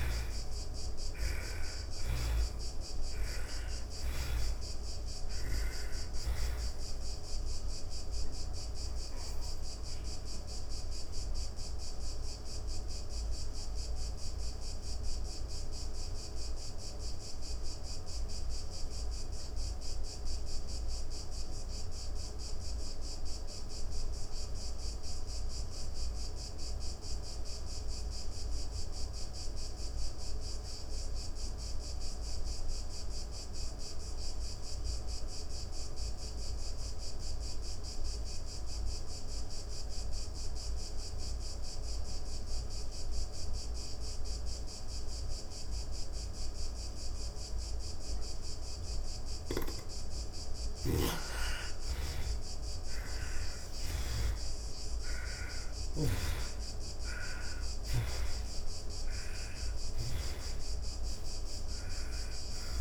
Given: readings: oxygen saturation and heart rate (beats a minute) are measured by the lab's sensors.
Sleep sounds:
breathing in sleep by a room microphone; 1
0.00-1.50 s: arousal
0.00-3.00 s: snoring (device-marked)
0.00-26.50 s: oxygen desaturation (device-marked, oxygen 73% lowest)
6.00-48.00 s: obstructive apnea (oxygen 98% before, 73% lowest)
34.50-62.81 s: oxygen desaturation (device-marked, oxygen 99% before, 73% lowest)
49.50-54.50 s: arousal
50.50-59.00 s: snoring (device-marked)
From the record:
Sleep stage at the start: N2 (light sleep); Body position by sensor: on the back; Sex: female

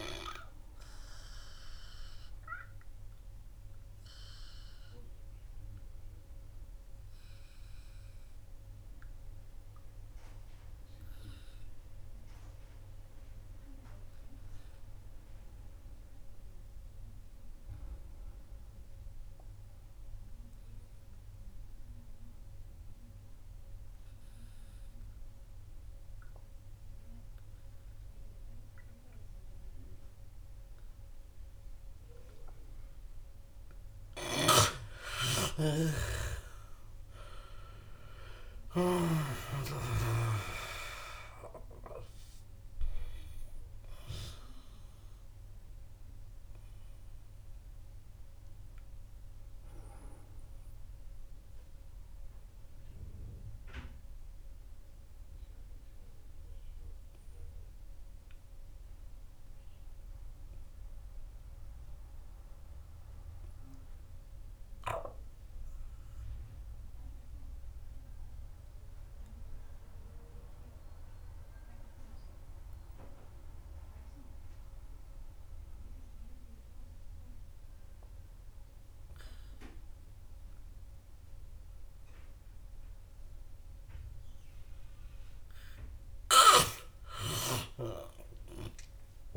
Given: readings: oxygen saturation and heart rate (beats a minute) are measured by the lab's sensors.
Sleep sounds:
breathing in sleep by a room microphone; 2
3.00-32.50 s: obstructive apnea (oxygen 100% before, 85% lowest, heart rate 64 before, 52 extreme, up 6 after)
5.50-29.50 s: oxygen desaturation (device-marked, oxygen 98% before, 85% lowest, heart rate 65 before, 52 extreme)
35.00-39.50 s: arousal
36.00-39.50 s: snoring (device-marked)
48.00-84.50 s: obstructive apnea (oxygen 99% before, 84% lowest, heart rate 66 before, 53 extreme, up 8 after)
48.50-70.50 s: oxygen desaturation (device-marked, oxygen 97% before, 87% lowest, heart rate 67 before, 53 extreme)
86.50-89.37 s: arousal
From the record:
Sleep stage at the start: N2 (light sleep); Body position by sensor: on the right side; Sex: male

